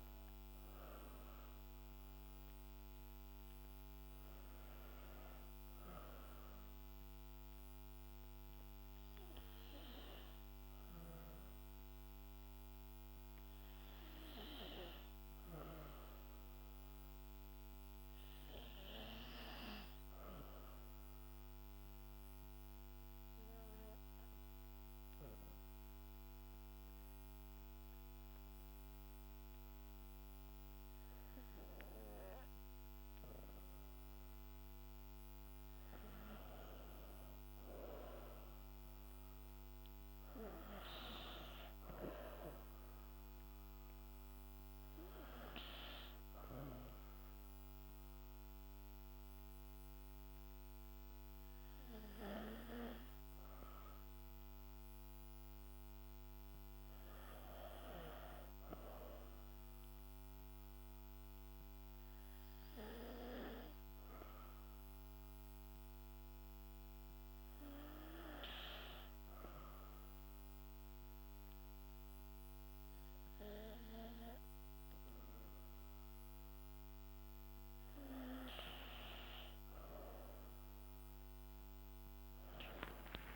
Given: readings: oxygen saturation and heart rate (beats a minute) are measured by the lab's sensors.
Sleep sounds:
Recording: breathing in sleep by a microphone on the trachea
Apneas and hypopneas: 2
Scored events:
18.00-56.00 s: oxygen desaturation (device-marked, oxygen 97% before, 85% lowest, heart rate 62 before, 54 extreme)
21.00-34.50 s: obstructive apnea (oxygen 97% before, 85% lowest, heart rate 62 before, 54 extreme, up 15 after)
37.50-41.50 s: arousal
59.50-78.00 s: hypopnea (oxygen 97% before, 88% lowest, heart rate 67 before, 62 extreme, up 7 after)
77.00-83.36 s: oxygen desaturation (device-marked, oxygen 96% before, 88% lowest, heart rate 68 before, 62 extreme)
80.50-83.36 s: arousal
From the record:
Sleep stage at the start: N2 (light sleep)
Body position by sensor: on the back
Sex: female

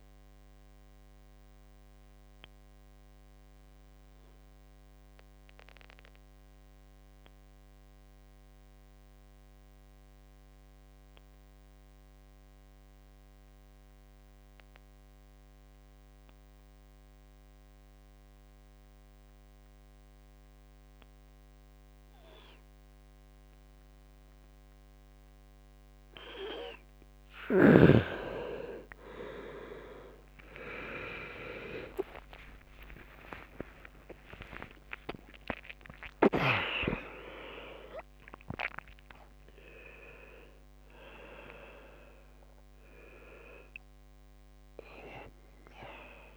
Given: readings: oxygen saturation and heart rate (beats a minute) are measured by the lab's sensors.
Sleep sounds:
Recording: breathing in sleep by a microphone on the trachea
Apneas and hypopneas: 1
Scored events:
0.00-15.50 s: oxygen desaturation (device-marked, oxygen 86% lowest, heart rate 64 extreme)
0.50-24.50 s: obstructive apnea (oxygen 99% before, 86% lowest)
28.50-46.37 s: oxygen desaturation (device-marked, oxygen 98% before, 87% lowest)
30.00-32.00 s: long interval between heartbeats (device-marked, heart rate 70 before, 75 extreme)
30.00-36.50 s: arousal
33.50-35.50 s: long interval between heartbeats (device-marked, heart rate 74 before, 141 extreme)
35.50-37.50 s: long interval between heartbeats (device-marked, heart rate 81 before, 134 extreme)
41.50-46.37 s: new sleep stage, N1 (lightest sleep)
42.50-46.37 s: bradycardia (device-marked)
From the record:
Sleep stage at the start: N2 (light sleep)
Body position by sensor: on the right side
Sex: male

